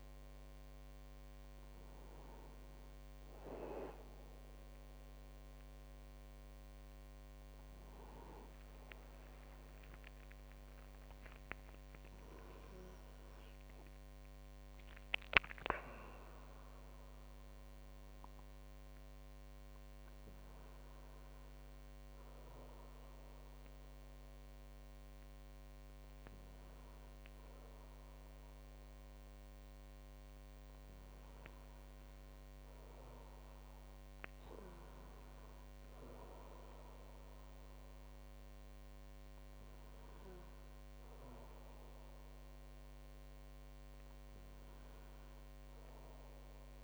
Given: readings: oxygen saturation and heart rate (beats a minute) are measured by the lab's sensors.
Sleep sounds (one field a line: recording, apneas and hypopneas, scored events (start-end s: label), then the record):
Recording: a person awake in a sleep study, hard to hear, by a microphone on the trachea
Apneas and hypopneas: none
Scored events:
30.00-46.84 s: new sleep stage, N1 (lightest sleep)
From the record:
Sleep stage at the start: awake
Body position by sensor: on the back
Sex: male